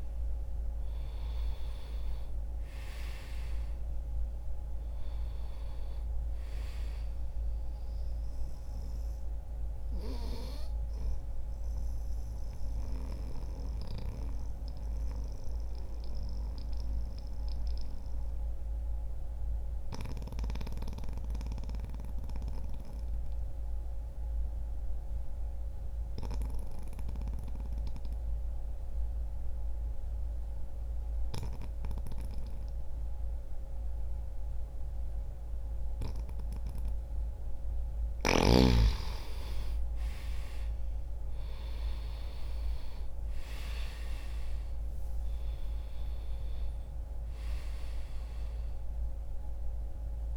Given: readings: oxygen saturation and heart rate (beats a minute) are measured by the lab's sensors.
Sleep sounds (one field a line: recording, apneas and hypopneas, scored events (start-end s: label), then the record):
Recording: breathing in sleep by a room microphone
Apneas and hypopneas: 1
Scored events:
0.00-1.00 s: arousal
3.00-29.00 s: oxygen desaturation (device-marked, oxygen 98% before, 88% lowest, heart rate 64 before, 59 extreme)
9.50-36.50 s: mixed apnea (oxygen 98% before, 88% lowest, heart rate 64 before, 60 extreme, up 6 after)
38.00-42.50 s: arousal
38.00-50.00 s: oxygen desaturation (device-marked, oxygen 96% before, 90% lowest, heart rate 64 before, 61 extreme)
From the record:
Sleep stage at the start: N2 (light sleep)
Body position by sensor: on the back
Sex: male